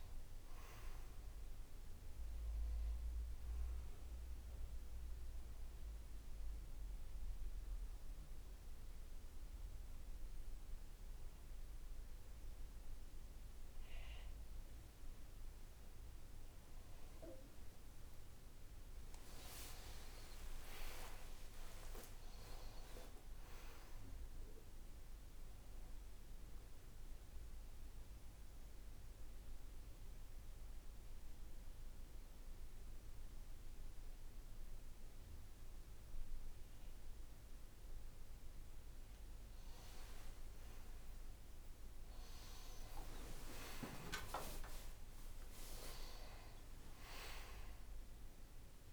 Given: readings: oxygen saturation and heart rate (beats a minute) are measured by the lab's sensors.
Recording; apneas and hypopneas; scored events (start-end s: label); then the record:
breathing in sleep by a room microphone; 2
0.50-14.50 s: oxygen desaturation (device-marked, oxygen 96% before, 88% lowest, heart rate 59 before, 52 extreme)
6.00-17.00 s: hypopnea (oxygen 96% before, 88% lowest, heart rate 62 before, 52 extreme, up 14 after)
19.50-24.00 s: arousal
27.00-37.50 s: obstructive apnea (oxygen 96% before, 89% lowest, heart rate 64 before, 49 extreme, up 19 after)
41.00-45.50 s: arousal
46.50-48.93 s: oxygen desaturation (device-marked, oxygen 96% before, 89% lowest, heart rate 59 before, 49 extreme)
From the record:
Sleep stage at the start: N2 (light sleep); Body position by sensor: on the right side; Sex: male